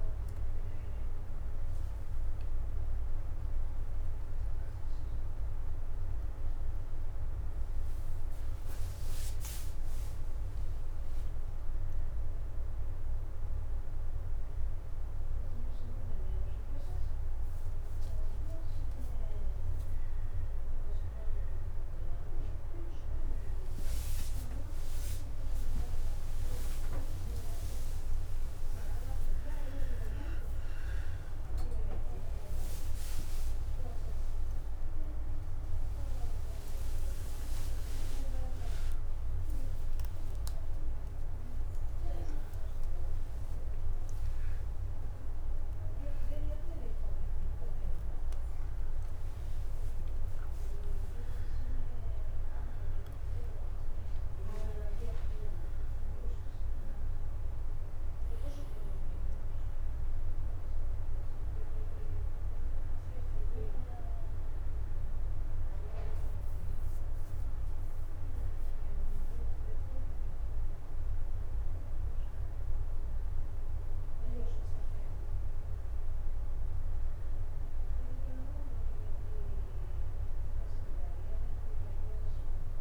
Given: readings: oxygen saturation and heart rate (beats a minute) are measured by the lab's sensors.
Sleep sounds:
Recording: a person awake in a sleep study, by a room microphone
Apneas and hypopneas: none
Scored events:
68.50-82.81 s: new sleep stage, N1 (lightest sleep)
From the record:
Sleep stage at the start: awake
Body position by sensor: on the back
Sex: male

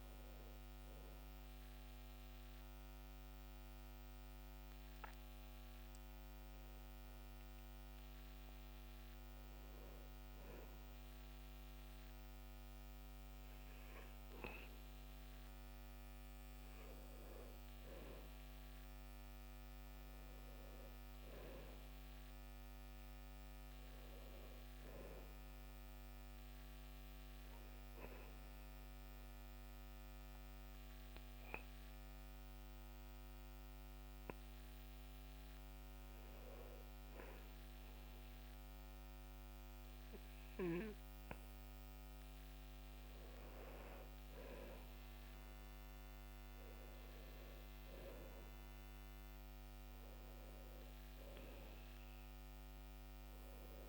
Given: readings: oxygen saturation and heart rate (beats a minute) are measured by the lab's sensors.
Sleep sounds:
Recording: breathing in sleep, hard to hear, by a microphone on the trachea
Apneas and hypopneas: 1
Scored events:
26.50-37.50 s: obstructive apnea (oxygen 97% before, 93% lowest, heart rate 69 before, 64 extreme, up 4 after)
40.50-44.00 s: arousal
From the record:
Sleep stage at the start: N2 (light sleep)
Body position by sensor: on the back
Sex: male

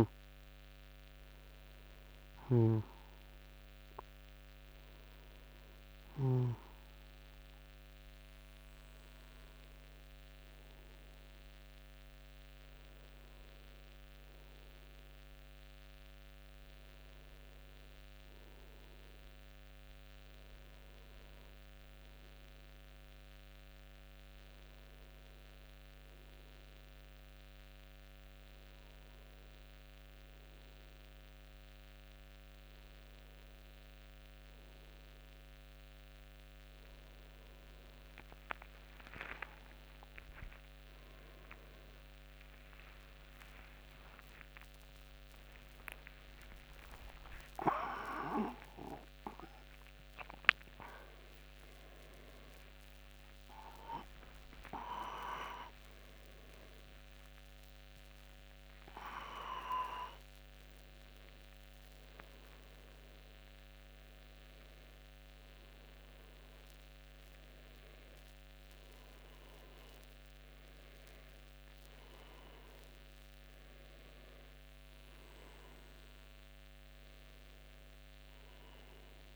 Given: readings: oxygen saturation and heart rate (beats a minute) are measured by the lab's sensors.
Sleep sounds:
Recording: a person partly awake in a sleep study, by a microphone on the trachea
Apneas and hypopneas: none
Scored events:
0.00-6.00 s: snoring (device-marked)
3.50-33.50 s: new sleep stage, N1 (lightest sleep)
33.50-63.50 s: new sleep stage, awake
43.50-45.50 s: long interval between heartbeats (device-marked, heart rate 92 before, 106 extreme)
47.00-49.00 s: long interval between heartbeats (device-marked, heart rate 94 before, 133 extreme)
54.00-56.00 s: long interval between heartbeats (device-marked, heart rate 101 before, 72 extreme)
63.50-79.36 s: new sleep stage, N1 (lightest sleep)
From the record:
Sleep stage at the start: N2 (light sleep)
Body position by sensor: on the front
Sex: male

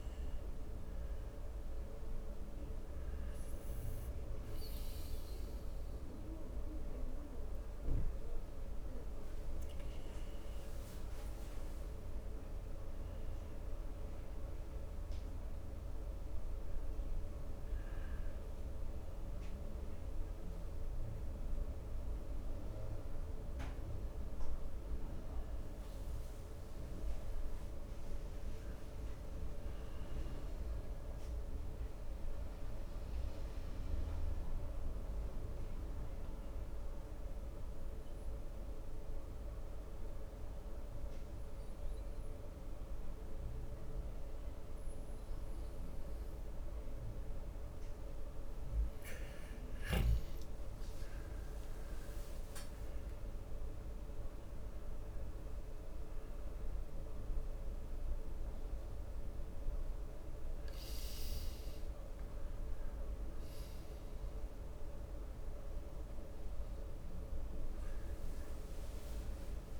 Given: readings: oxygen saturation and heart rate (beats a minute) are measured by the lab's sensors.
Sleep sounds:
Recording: breathing in sleep, hard to hear, by a room microphone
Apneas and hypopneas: 1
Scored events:
0.00-5.00 s: oxygen desaturation (device-marked, oxygen 92% lowest, heart rate 64 extreme)
10.00-47.00 s: obstructive apnea (oxygen 96% before, 94% lowest, heart rate 66 before, 63 extreme, up 8 after)
50.00-55.00 s: arousal
From the record:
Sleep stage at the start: N2 (light sleep)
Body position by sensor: on the back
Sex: male

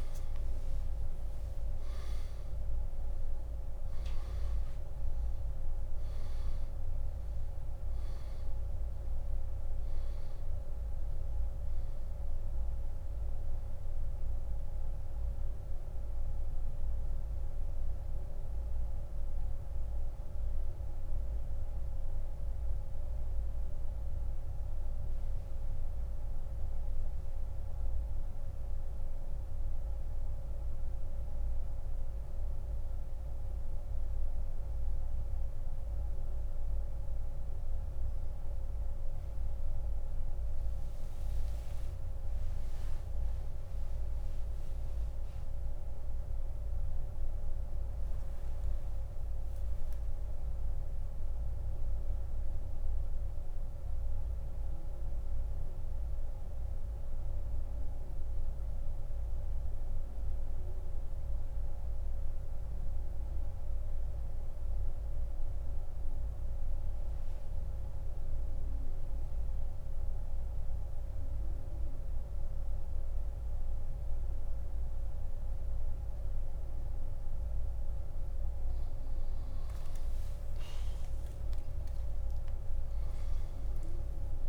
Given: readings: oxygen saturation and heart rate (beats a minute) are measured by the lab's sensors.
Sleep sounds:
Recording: breathing in sleep, hard to hear, by a room microphone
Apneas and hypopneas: 2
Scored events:
1.50-8.50 s: oxygen desaturation (device-marked, oxygen 97% before, 90% lowest)
18.50-40.50 s: central apnea (oxygen 98% before, 86% lowest)
27.50-47.50 s: oxygen desaturation (device-marked, oxygen 93% before, 86% lowest)
42.00-48.50 s: arousal
53.50-77.50 s: mixed apnea (oxygen 92% before, 85% lowest)
81.00-84.49 s: arousal
From the record:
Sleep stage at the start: N2 (light sleep)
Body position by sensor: on the back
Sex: male

